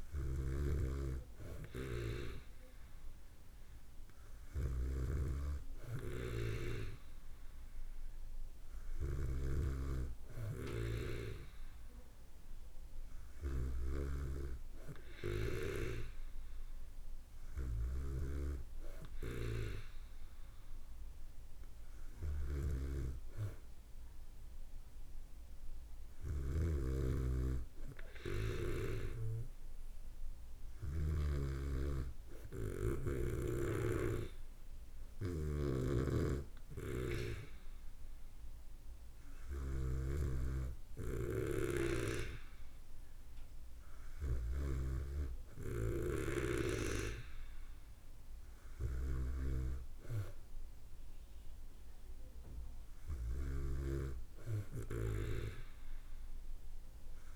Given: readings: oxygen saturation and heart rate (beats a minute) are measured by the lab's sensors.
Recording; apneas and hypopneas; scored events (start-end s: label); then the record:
breathing in sleep by a room microphone; none
0.00-16.00 s: snoring (device-marked)
26.50-31.50 s: snoring (device-marked)
36.00-46.50 s: snoring (device-marked)
From the record:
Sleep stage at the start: N2 (light sleep); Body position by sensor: on the back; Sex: female